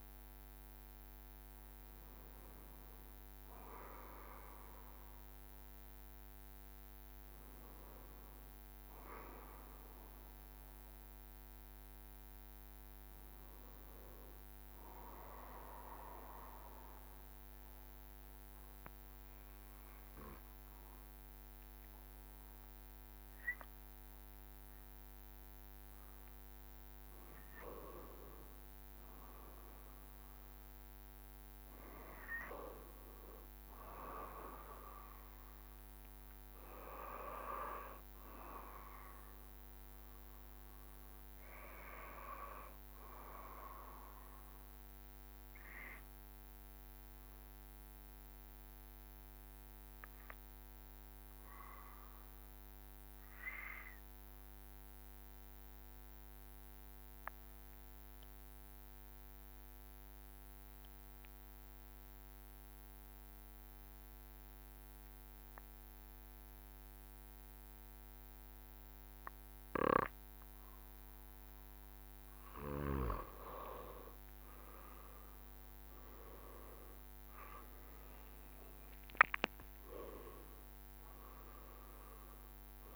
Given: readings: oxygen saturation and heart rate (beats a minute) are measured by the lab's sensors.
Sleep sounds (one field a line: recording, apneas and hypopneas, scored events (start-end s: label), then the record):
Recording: breathing in sleep by a microphone on the trachea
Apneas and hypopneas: 2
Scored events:
8.50-12.50 s: arousal
16.00-27.00 s: obstructive apnea (oxygen 97% before, 93% lowest, heart rate 75 before, 66 extreme, up 2 after)
29.00-33.00 s: arousal
29.00-82.96 s: new sleep stage, N2 (light sleep)
44.00-71.50 s: obstructive apnea (oxygen 97% before, 92% lowest, heart rate 68 before, 66 extreme, up 8 after)
75.50-80.00 s: arousal
79.00-82.96 s: drop in pulse transit time (device-marked, heart rate 67 before, 73 extreme)
From the record:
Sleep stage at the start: N1 (lightest sleep)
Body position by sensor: on the back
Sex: male